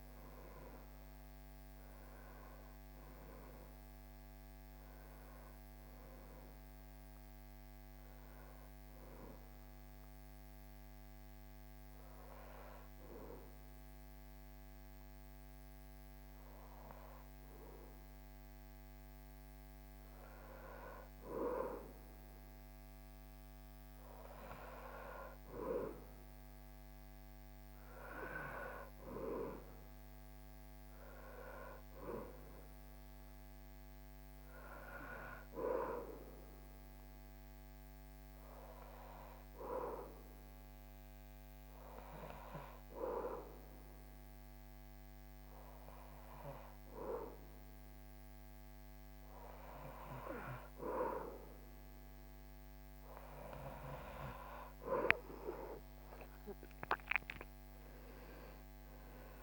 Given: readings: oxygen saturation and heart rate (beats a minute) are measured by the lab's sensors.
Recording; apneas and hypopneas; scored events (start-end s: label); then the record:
breathing in sleep by a microphone on the trachea; 2
2.50-6.50 s: arousal
8.50-21.00 s: hypopnea (oxygen 97% before, 96% lowest, heart rate 66 before, 63 extreme, up 2 after)
23.50-26.50 s: arousal
37.00-52.50 s: hypopnea (oxygen 97% before, 95% lowest, heart rate 65 before, 62 extreme, up 7 after)
54.50-58.50 s: arousal
From the record:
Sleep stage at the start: N2 (light sleep); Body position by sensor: on the back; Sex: male